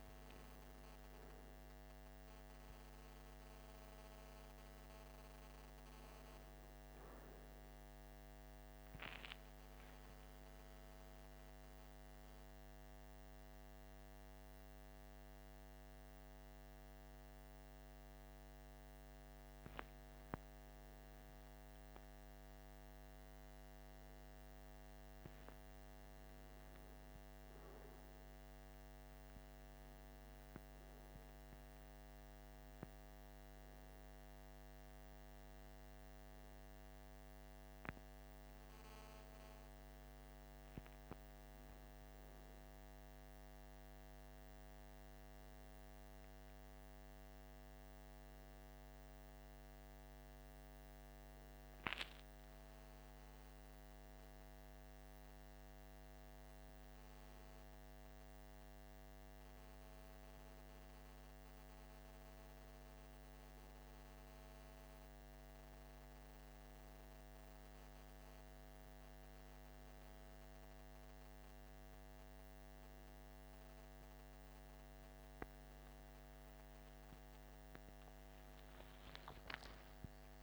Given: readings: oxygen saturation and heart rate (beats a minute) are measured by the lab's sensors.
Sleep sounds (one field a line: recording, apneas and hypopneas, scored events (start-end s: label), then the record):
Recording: a person awake in a sleep study, hard to hear, by a microphone on the trachea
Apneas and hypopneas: none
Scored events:
none scored
From the record:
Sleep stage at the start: awake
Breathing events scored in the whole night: 78 in 6.0 hours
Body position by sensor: on the back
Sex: male